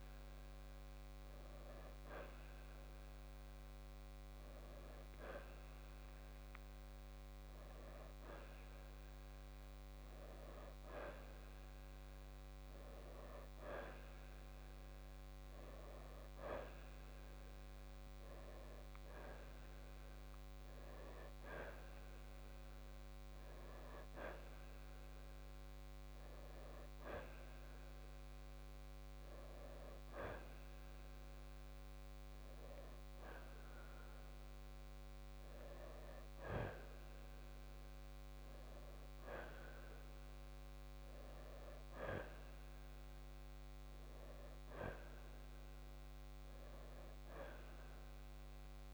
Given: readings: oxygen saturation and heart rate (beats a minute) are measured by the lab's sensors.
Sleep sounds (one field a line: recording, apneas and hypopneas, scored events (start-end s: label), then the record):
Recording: breathing in sleep by a microphone on the trachea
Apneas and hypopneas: none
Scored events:
0.00-7.50 s: oxygen desaturation (device-marked, oxygen 89% lowest, heart rate 66 extreme)
17.00-21.50 s: arousal
From the record:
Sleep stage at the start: N2 (light sleep)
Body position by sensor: on the right side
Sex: male